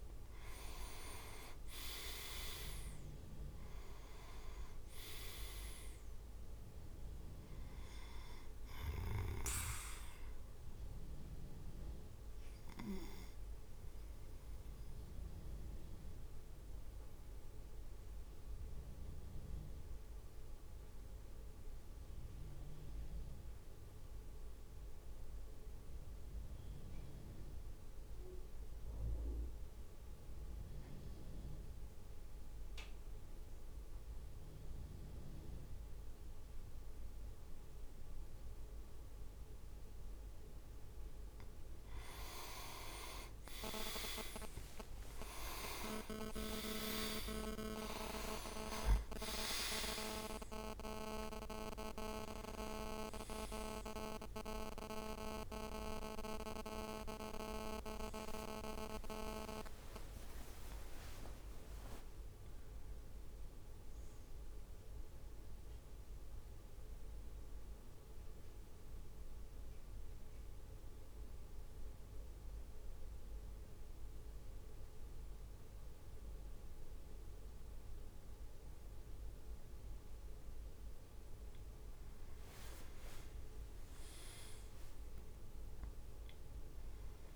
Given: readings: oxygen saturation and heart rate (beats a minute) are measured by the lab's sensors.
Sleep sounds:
breathing in sleep by a room microphone; 2
0.00-1.00 s: arousal
0.00-11.50 s: drop in pulse transit time (device-marked, heart rate 54 extreme)
0.50-11.50 s: oxygen desaturation (device-marked, oxygen 99% before, 95% lowest, heart rate 56 before, 52 extreme)
11.50-41.00 s: mixed apnea (oxygen 100% before, 93% lowest, heart rate 57 before, 53 extreme, up 10 after)
43.00-48.00 s: arousal
43.00-49.50 s: leg movement (device-marked)
44.50-59.50 s: oxygen desaturation (device-marked, oxygen 99% before, 95% lowest, heart rate 56 before, 57 extreme)
46.50-71.50 s: drop in pulse transit time (device-marked, heart rate 56 before, 58 extreme)
61.50-63.00 s: leg movement (device-marked)
65.50-81.50 s: mixed apnea (oxygen 99% before, 93% lowest, heart rate 63 before, 53 extreme, up 7 after)
68.50-76.50 s: oxygen desaturation (device-marked, oxygen 96% before, 93% lowest, heart rate 63 before, 54 extreme)
83.50-85.00 s: leg movement (device-marked)
83.50-87.36 s: arousal
From the record:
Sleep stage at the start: N2 (light sleep); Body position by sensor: on the back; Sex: male

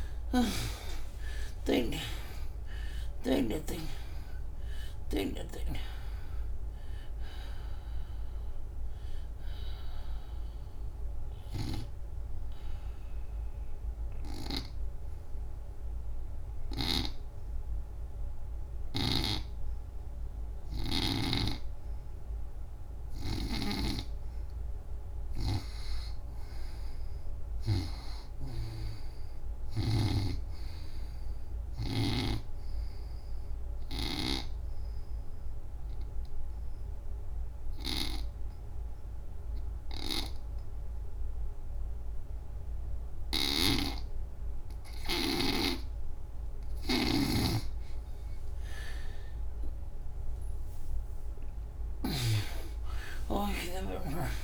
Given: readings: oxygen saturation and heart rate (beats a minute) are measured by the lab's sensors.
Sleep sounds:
breathing in sleep by a room microphone; 2
0.00-1.50 s: arousal
0.00-3.50 s: snoring (device-marked)
0.00-19.00 s: oxygen desaturation (device-marked, oxygen 77% lowest, heart rate 70 extreme)
9.00-22.50 s: obstructive apnea (oxygen 98% before, 77% lowest, heart rate 109 before, 70 extreme)
25.00-28.50 s: arousal
25.00-40.00 s: oxygen desaturation (device-marked, oxygen 99% before, 87% lowest, heart rate 120 before, 77 extreme)
34.00-46.50 s: obstructive apnea (oxygen 99% before, 76% lowest, heart rate 92 before, 74 extreme, up 59 after)
43.00-54.43 s: snoring (device-marked)
46.00-54.43 s: oxygen desaturation (device-marked, oxygen 94% before, 77% lowest, heart rate 81 before, 73 extreme)
48.00-52.00 s: arousal
From the record:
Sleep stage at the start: N2 (light sleep); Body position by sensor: on the back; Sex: female

